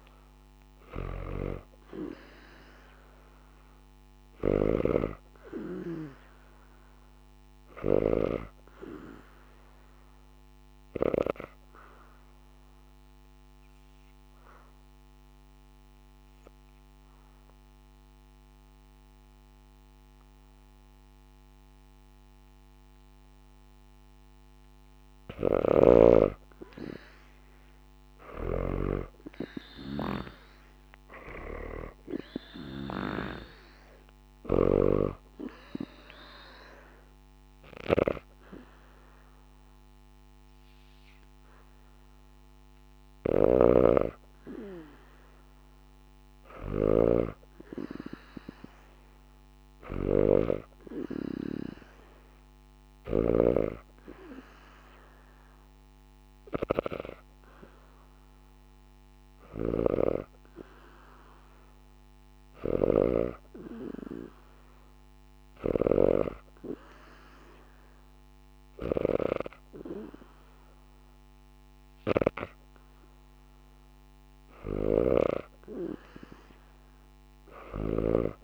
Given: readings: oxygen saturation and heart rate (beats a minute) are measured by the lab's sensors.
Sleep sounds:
breathing in sleep by a microphone on the trachea; 3
0.00-16.50 s: oxygen desaturation (device-marked, oxygen 80% lowest, heart rate 69 extreme)
0.50-11.00 s: snoring (device-marked)
8.00-24.50 s: obstructive apnea (oxygen 95% before, 80% lowest, heart rate 73 before, 69 extreme, up 0 after)
25.00-34.50 s: snoring (device-marked)
26.50-29.50 s: arousal
29.50-52.50 s: oxygen desaturation (device-marked, oxygen 98% before, 82% lowest, heart rate 74 before, 72 extreme)
34.00-45.00 s: obstructive apnea (oxygen 98% before, 82% lowest, heart rate 73 before, 72 extreme, up 0 after)
43.00-53.00 s: snoring (device-marked)
50.50-54.00 s: arousal
59.00-65.50 s: snoring (device-marked)
60.50-73.50 s: hypopnea (oxygen 97% before, 91% lowest, heart rate 75 before, 73 extreme, up 3 after)
74.50-78.00 s: snoring (device-marked)
74.50-78.44 s: oxygen desaturation (device-marked, oxygen 96% before, 91% lowest, heart rate 75 before, 72 extreme)
75.00-78.00 s: arousal
From the record:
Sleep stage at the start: N2 (light sleep); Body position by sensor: on the back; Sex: female

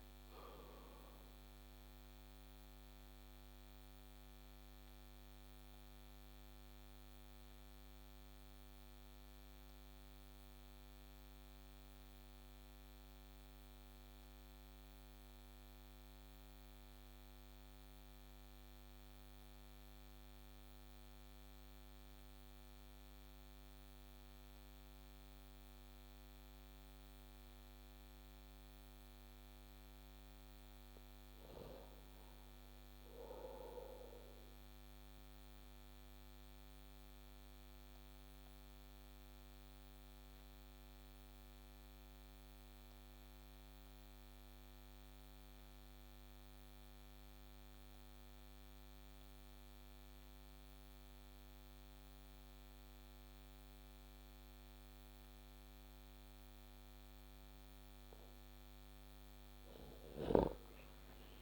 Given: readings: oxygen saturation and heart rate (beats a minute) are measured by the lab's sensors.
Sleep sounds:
breathing in sleep, hard to hear, by a microphone on the trachea; 2
5.00-29.50 s: obstructive apnea (oxygen 98% before, 92% lowest)
11.00-28.00 s: oxygen desaturation (device-marked, oxygen 95% before, 92% lowest)
31.50-34.50 s: arousal
39.00-57.00 s: obstructive apnea (oxygen 97% before, 93% lowest)
59.50-61.42 s: arousal
From the record:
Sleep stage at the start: N2 (light sleep); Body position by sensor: on the back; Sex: male

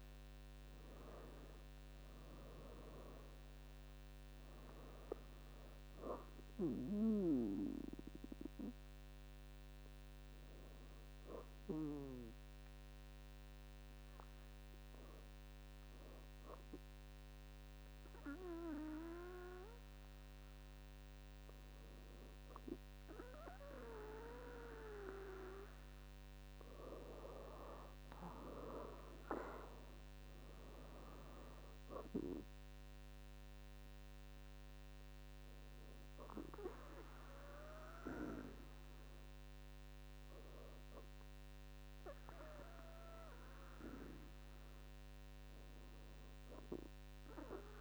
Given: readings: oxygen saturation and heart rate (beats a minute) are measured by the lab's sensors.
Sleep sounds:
breathing in sleep by a microphone on the trachea; none
none scored
From the record:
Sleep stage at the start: N2 (light sleep); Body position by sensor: on the back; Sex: female

